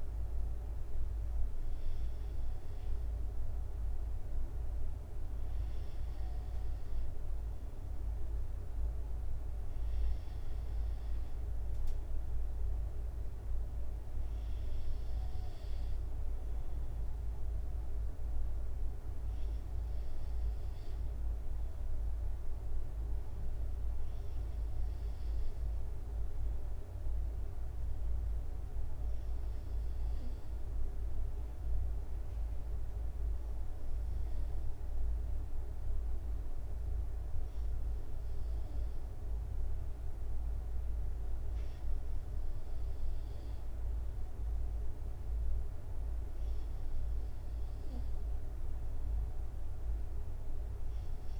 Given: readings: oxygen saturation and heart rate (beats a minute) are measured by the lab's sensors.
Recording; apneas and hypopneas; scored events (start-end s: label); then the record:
breathing in sleep, hard to hear, by a room microphone; 1
31.00-44.50 s: hypopnea (oxygen 95% before, 93% lowest, heart rate 73 before, 70 extreme, up 0 after)
45.00-48.00 s: arousal
From the record:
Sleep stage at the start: N2 (light sleep); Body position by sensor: on the right side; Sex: male